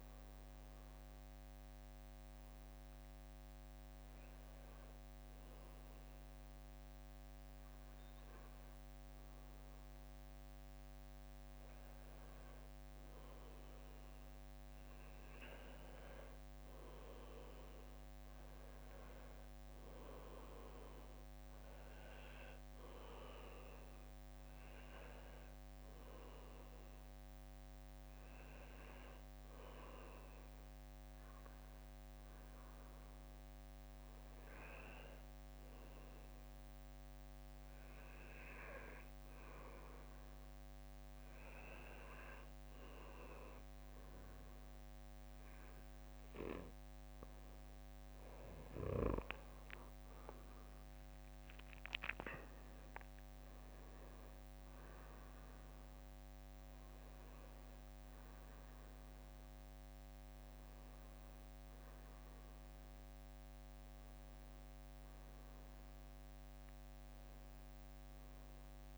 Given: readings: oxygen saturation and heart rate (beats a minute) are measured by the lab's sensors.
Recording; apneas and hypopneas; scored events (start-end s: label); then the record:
breathing in sleep by a microphone on the trachea; 1
36.00-48.00 s: hypopnea (oxygen 95% before, 89% lowest, heart rate 64 before, 63 extreme, up 10 after)
51.00-56.00 s: arousal
From the record:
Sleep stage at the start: N2 (light sleep); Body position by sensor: on the back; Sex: male